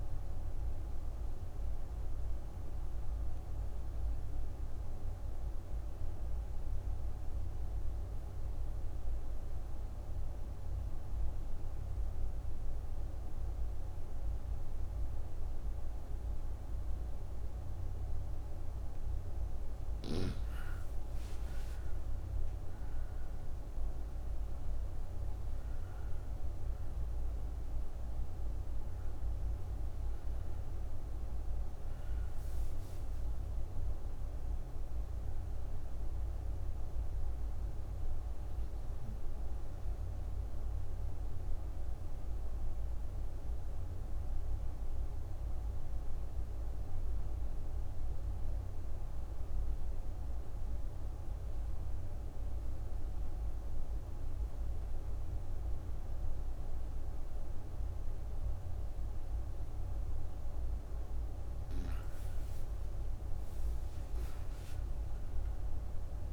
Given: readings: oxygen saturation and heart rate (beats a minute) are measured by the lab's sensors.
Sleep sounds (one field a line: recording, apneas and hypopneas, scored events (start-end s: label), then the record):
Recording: breathing in sleep, hard to hear, by a room microphone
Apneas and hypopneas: 2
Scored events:
0.50-18.50 s: obstructive apnea (oxygen 97% before, 88% lowest)
20.00-24.50 s: arousal
23.50-49.50 s: oxygen desaturation (device-marked, oxygen 96% before, 88% lowest)
41.00-60.50 s: obstructive apnea (oxygen 96% before, 88% lowest)
62.50-66.33 s: arousal
From the record:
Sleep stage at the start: N2 (light sleep)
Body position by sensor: on the right side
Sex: female